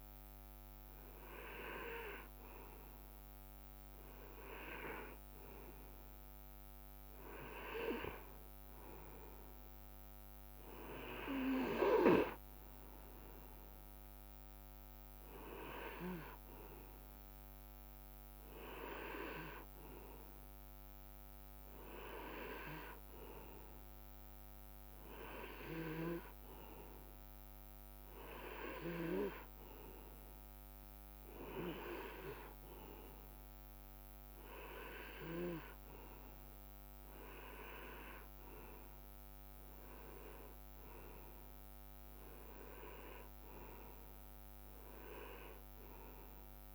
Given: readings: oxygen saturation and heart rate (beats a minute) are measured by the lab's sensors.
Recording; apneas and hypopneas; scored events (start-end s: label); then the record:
breathing in sleep by a microphone on the trachea; none
none scored
From the record:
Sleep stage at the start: N2 (light sleep); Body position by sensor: on the right side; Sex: male